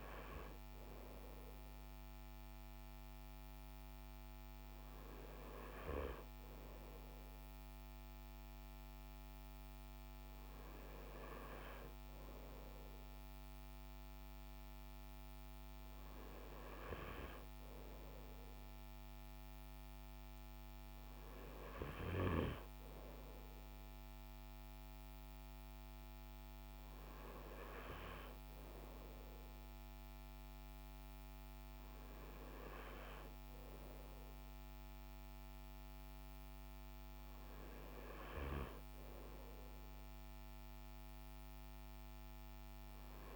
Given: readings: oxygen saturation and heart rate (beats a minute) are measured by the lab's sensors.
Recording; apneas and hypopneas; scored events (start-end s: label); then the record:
breathing in sleep by a microphone on the trachea; none
none scored
From the record:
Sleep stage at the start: N2 (light sleep); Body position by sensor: on the front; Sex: male